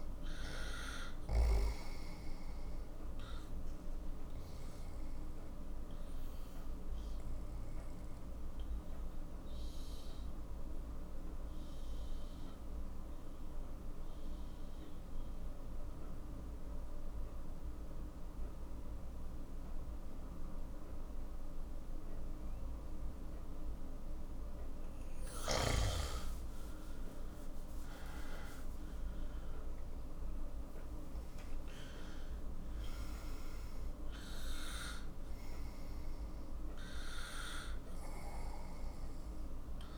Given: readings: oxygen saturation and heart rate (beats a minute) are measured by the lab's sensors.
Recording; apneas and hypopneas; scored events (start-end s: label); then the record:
breathing in sleep by a room microphone; 1
0.00-16.50 s: oxygen desaturation (device-marked, oxygen 91% lowest, heart rate 44 extreme)
5.50-25.00 s: obstructive apnea (oxygen 97% before, 91% lowest, heart rate 60 before, 46 extreme, up 18 after)
27.50-30.50 s: arousal
30.50-39.98 s: oxygen desaturation (device-marked, oxygen 98% before, 92% lowest, heart rate 54 before, 47 extreme)
From the record:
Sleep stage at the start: N2 (light sleep); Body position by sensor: on the right side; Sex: male